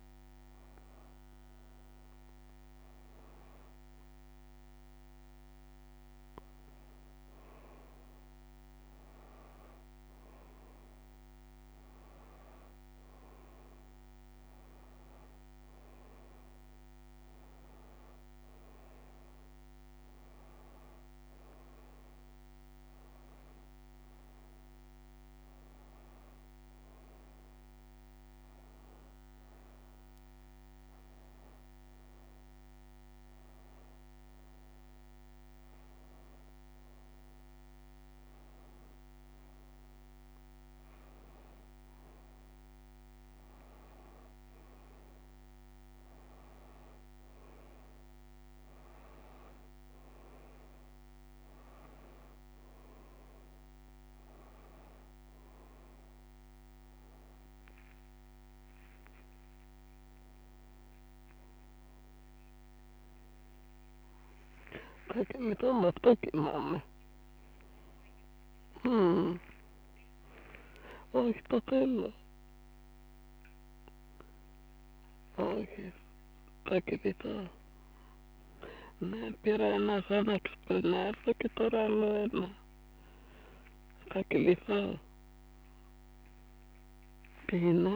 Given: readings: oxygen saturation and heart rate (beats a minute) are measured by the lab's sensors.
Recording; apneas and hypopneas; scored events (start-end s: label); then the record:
breathing in sleep by a microphone on the trachea; none
71.50-87.96 s: new sleep stage, awake
From the record:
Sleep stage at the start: N2 (light sleep); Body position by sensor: on the back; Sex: female